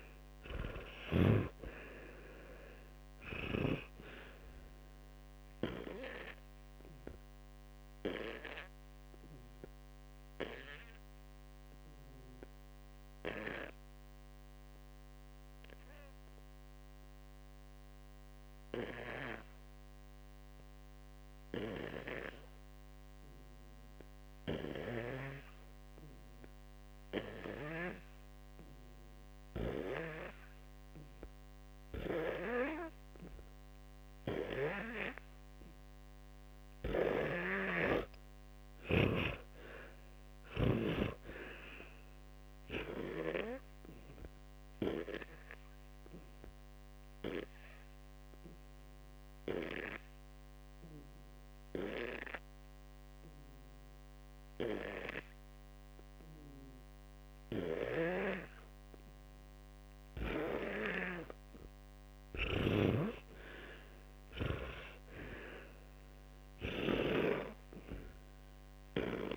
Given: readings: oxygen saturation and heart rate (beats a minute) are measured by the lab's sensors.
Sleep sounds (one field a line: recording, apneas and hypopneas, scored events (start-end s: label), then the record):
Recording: breathing in sleep by a microphone on the trachea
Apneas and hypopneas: 2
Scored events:
0.00-2.50 s: arousal
0.00-3.50 s: snoring (device-marked)
7.00-21.00 s: oxygen desaturation (device-marked, oxygen 98% before, 95% lowest, heart rate 71 before, 56 extreme)
12.00-22.00 s: obstructive apnea (oxygen 98% before, 94% lowest, heart rate 72 before, 56 extreme, up 2 after)
24.50-28.50 s: arousal
43.00-50.00 s: oxygen desaturation (device-marked, oxygen 99% before, 95% lowest, heart rate 59 before, 56 extreme)
47.00-58.00 s: hypopnea (oxygen 99% before, 92% lowest, heart rate 61 before, 57 extreme, up 22 after)
60.00-64.00 s: arousal
62.00-67.00 s: snoring (device-marked)
From the record:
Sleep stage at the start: N2 (light sleep)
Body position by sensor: on the back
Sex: male